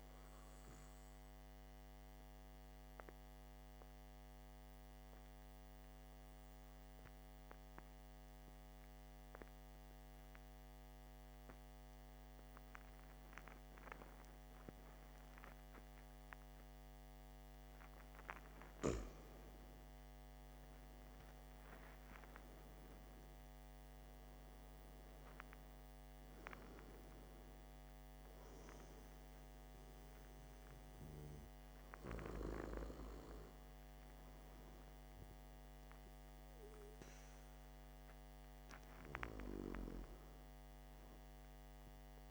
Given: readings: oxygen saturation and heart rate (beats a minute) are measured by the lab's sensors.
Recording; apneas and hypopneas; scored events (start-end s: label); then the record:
breathing in sleep by a microphone on the trachea; 1
1.50-17.50 s: obstructive apnea (oxygen 96% before, 93% lowest, heart rate 55 before, 55 extreme, up 11 after)
21.50-25.00 s: arousal
From the record:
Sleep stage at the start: N2 (light sleep); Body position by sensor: on the back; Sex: male